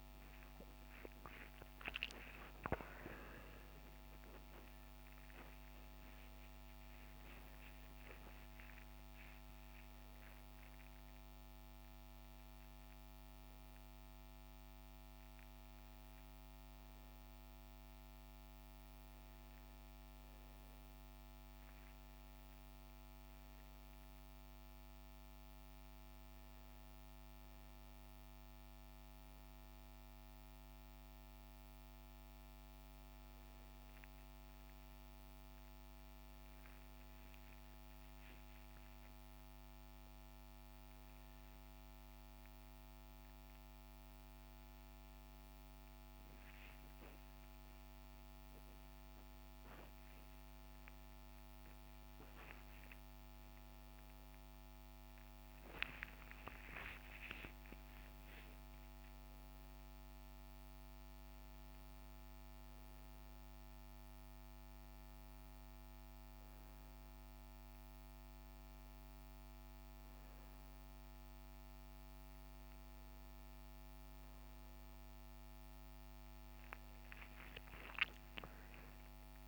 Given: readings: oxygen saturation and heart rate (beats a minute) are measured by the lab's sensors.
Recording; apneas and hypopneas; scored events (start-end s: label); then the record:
a person awake in a sleep study, by a microphone on the trachea; none
64.00-79.48 s: new sleep stage, N1 (lightest sleep)
From the record:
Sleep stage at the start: awake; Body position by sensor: on the right side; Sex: male